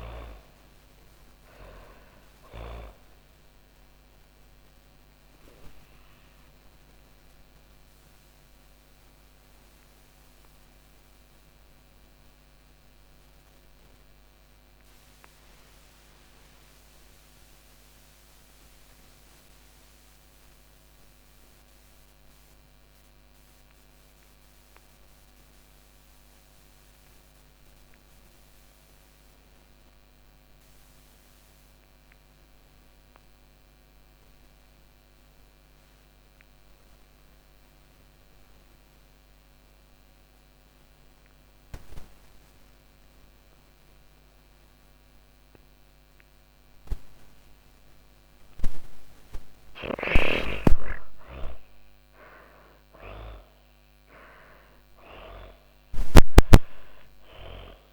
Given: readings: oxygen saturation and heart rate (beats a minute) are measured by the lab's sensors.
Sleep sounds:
breathing in sleep by a microphone on the trachea; 1
0.00-22.00 s: oxygen desaturation (device-marked, oxygen 79% lowest, heart rate 106 extreme)
6.50-48.00 s: obstructive apnea (oxygen 97% before, 72% lowest, heart rate 145 before, 103 extreme, up 15 after)
30.00-57.93 s: oxygen desaturation (device-marked, oxygen 99% before, 72% lowest, heart rate 147 before, 103 extreme)
52.00-57.00 s: arousal
From the record:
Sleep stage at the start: N2 (light sleep); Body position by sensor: on the back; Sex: female

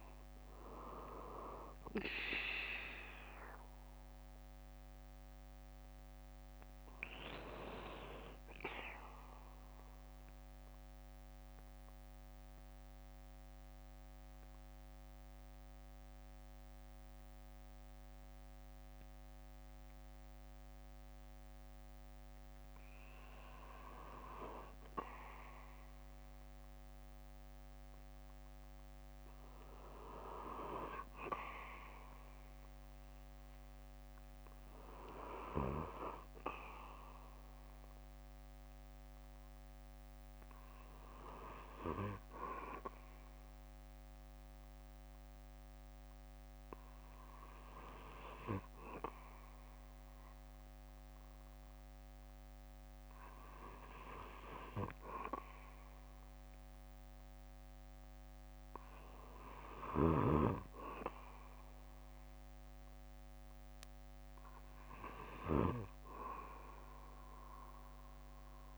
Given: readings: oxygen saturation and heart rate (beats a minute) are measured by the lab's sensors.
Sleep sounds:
breathing in sleep by a microphone on the trachea; 1
4.50-23.50 s: oxygen desaturation (device-marked, oxygen 96% before, 90% lowest, heart rate 74 before, 60 extreme)
9.50-23.50 s: central apnea (oxygen 96% before, 90% lowest, heart rate 69 before, 60 extreme, up 11 after)
27.00-31.50 s: arousal
65.00-68.50 s: arousal
From the record:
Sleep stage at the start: REM sleep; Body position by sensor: on the back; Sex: male

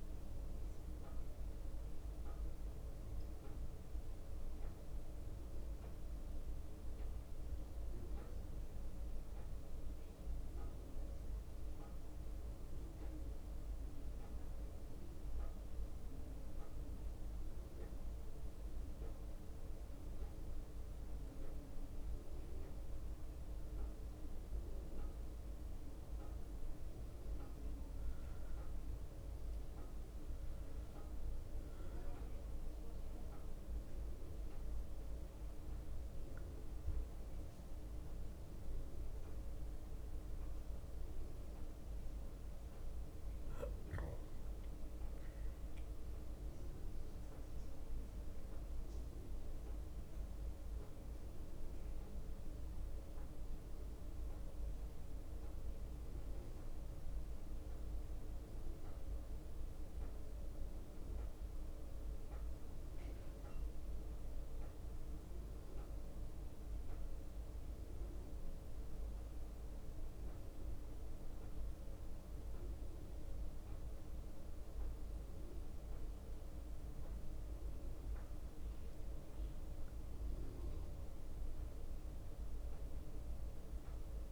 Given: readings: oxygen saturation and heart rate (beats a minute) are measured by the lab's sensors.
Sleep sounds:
breathing in sleep, hard to hear, by a room microphone; 1
1.50-42.50 s: bradycardia (device-marked, heart rate 70 before, 57 extreme)
17.50-34.50 s: hypopnea (oxygen 96% before, 94% lowest, heart rate 59 before, 57 extreme, up 1 after)
38.50-43.50 s: arousal
61.50-84.32 s: bradycardia (device-marked, heart rate 67 before, 57 extreme)
75.50-80.50 s: arousal
81.50-84.32 s: leg movement (device-marked)
From the record:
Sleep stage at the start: N1 (lightest sleep); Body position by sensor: on the back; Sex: male

